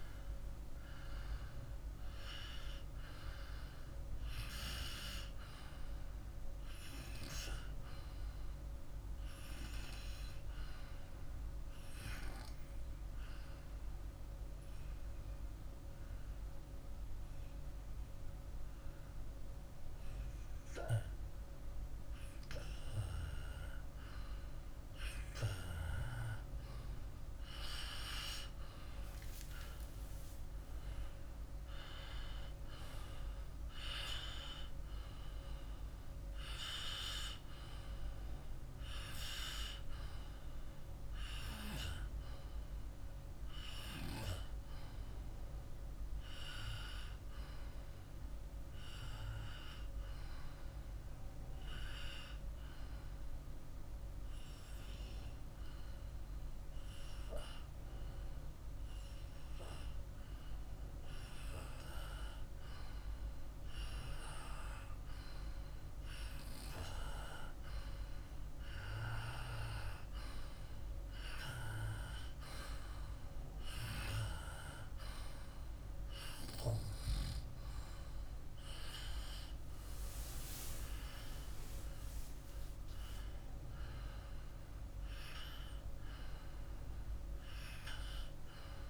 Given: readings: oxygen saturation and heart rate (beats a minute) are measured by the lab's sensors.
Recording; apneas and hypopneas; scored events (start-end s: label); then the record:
breathing in sleep by a room microphone; 2
0.00-1.50 s: arousal
12.50-23.50 s: obstructive apnea (oxygen 97% before, 94% lowest, heart rate 57 before, 48 extreme, up 11 after)
25.00-28.00 s: arousal
51.50-64.00 s: hypopnea (oxygen 97% before, 94% lowest, heart rate 53 before, 47 extreme, up 1 after)
66.00-70.00 s: arousal
77.00-88.89 s: oxygen desaturation (device-marked, oxygen 97% before, 94% lowest, heart rate 50 before, 50 extreme)
From the record:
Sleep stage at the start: N2 (light sleep); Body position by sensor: on the back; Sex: male